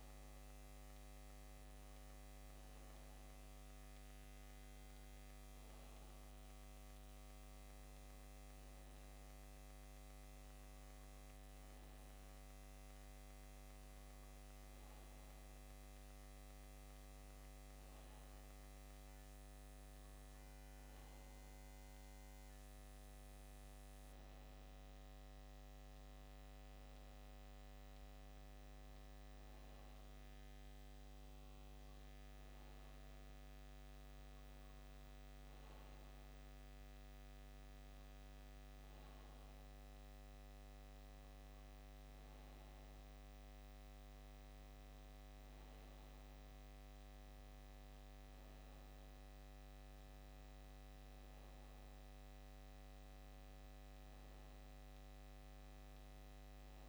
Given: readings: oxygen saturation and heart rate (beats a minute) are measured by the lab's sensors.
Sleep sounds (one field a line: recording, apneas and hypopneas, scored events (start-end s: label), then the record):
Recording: breathing in sleep, hard to hear, by a microphone on the trachea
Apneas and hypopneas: none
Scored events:
none scored
From the record:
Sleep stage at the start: N2 (light sleep)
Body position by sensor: on the back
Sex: male